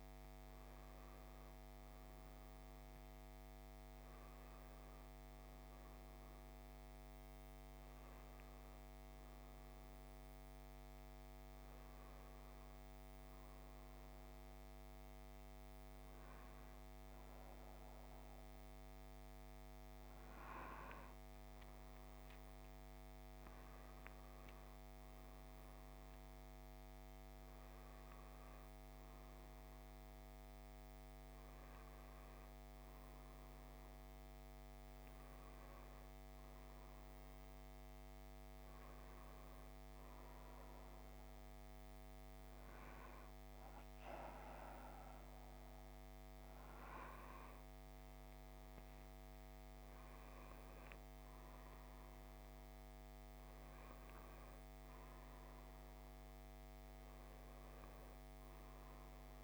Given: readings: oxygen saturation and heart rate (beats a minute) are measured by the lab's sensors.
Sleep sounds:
a person awake in a sleep study, hard to hear, by a microphone on the trachea; none
none scored
From the record:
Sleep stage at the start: awake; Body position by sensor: on the left side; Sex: male

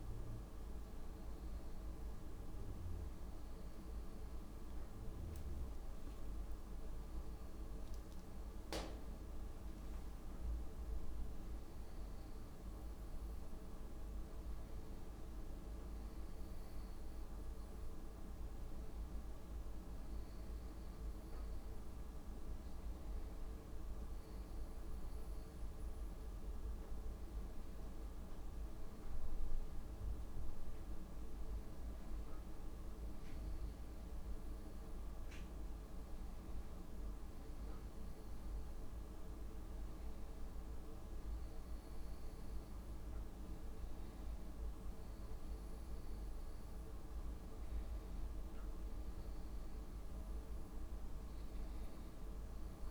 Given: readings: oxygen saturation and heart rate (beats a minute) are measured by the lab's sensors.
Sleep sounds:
a person awake in a sleep study, hard to hear, by a room microphone; none
17.50-30.50 s: drop in pulse transit time (device-marked, heart rate 63 before, 63 extreme)
From the record:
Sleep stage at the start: awake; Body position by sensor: on the right side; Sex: female

